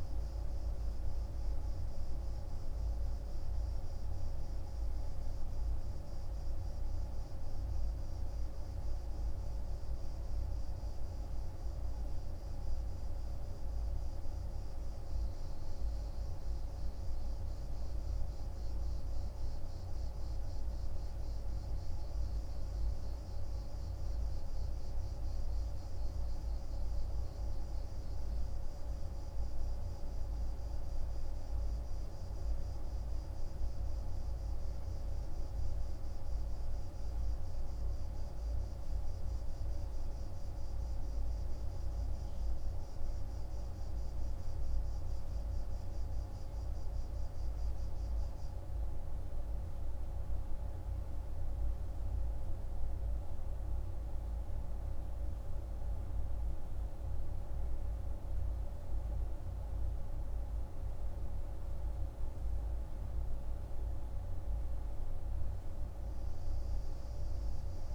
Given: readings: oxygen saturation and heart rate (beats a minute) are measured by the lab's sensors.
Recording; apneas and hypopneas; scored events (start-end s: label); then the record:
breathing in sleep, hard to hear, by a room microphone; none
none scored
From the record:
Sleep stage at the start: N3 (deep sleep); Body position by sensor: on the right side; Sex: male